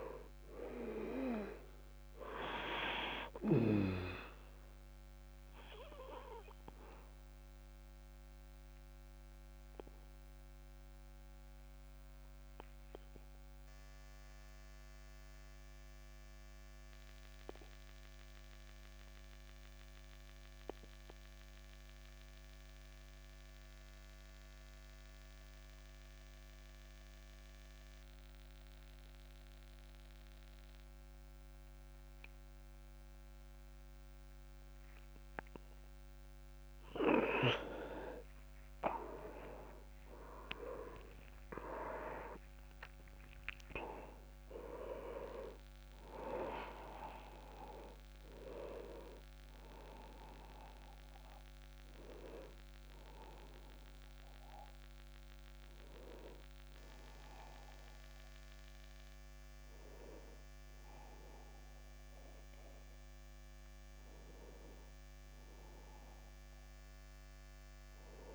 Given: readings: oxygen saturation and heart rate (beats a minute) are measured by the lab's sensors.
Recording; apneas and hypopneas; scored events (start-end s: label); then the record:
breathing in sleep by a microphone on the trachea; 1
0.00-26.50 s: oxygen desaturation (device-marked, oxygen 93% lowest)
7.00-36.50 s: obstructive apnea (oxygen 100% before, 91% lowest)
39.00-42.50 s: arousal
39.50-68.35 s: oxygen desaturation (device-marked, oxygen 99% before, 91% lowest)
From the record:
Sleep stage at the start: N2 (light sleep); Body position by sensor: on the back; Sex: male